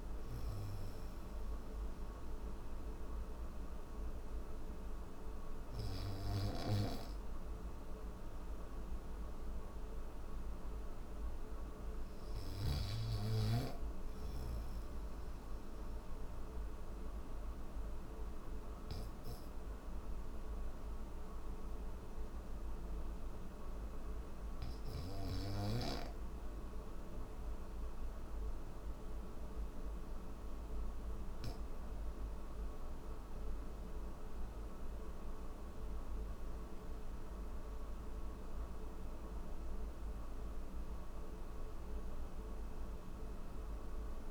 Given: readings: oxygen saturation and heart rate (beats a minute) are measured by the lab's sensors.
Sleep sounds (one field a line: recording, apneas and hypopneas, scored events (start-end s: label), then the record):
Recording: breathing in sleep, hard to hear, by a room microphone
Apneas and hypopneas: none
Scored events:
none scored
From the record:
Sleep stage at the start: N3 (deep sleep)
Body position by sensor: on the back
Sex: male